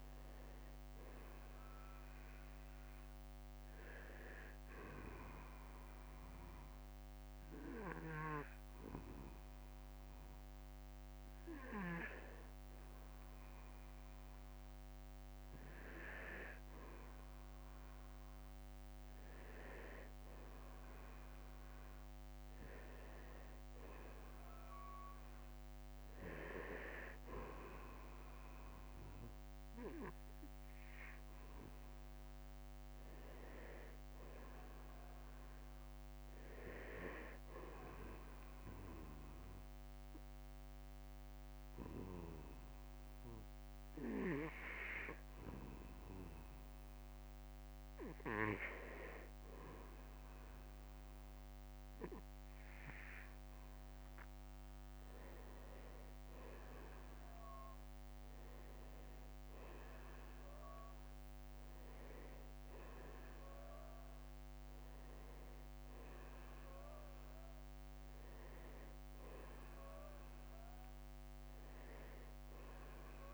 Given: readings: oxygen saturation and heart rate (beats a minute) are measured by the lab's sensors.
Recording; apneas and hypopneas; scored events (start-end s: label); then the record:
breathing in sleep by a microphone on the trachea; 2
0.00-9.50 s: oxygen desaturation (device-marked, oxygen 89% lowest, heart rate 47 extreme)
5.50-16.00 s: hypopnea (oxygen 94% before, 91% lowest, heart rate 57 before, 48 extreme, up 12 after)
10.00-12.00 s: long interval between heartbeats (device-marked, heart rate 56 before, 50 extreme)
14.00-16.00 s: long interval between heartbeats (device-marked, heart rate 55 before, 59 extreme)
19.00-23.50 s: arousal
21.50-23.50 s: long interval between heartbeats (device-marked, heart rate 53 before, 56 extreme)
37.50-48.00 s: obstructive apnea (oxygen 95% before, 91% lowest, heart rate 57 before, 44 extreme, up 6 after)
45.00-47.00 s: long interval between heartbeats (device-marked, heart rate 59 before, 58 extreme)
57.00-61.00 s: arousal
66.00-68.00 s: long interval between heartbeats (device-marked, heart rate 54 before, 60 extreme)
From the record:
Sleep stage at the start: N2 (light sleep); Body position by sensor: on the back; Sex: male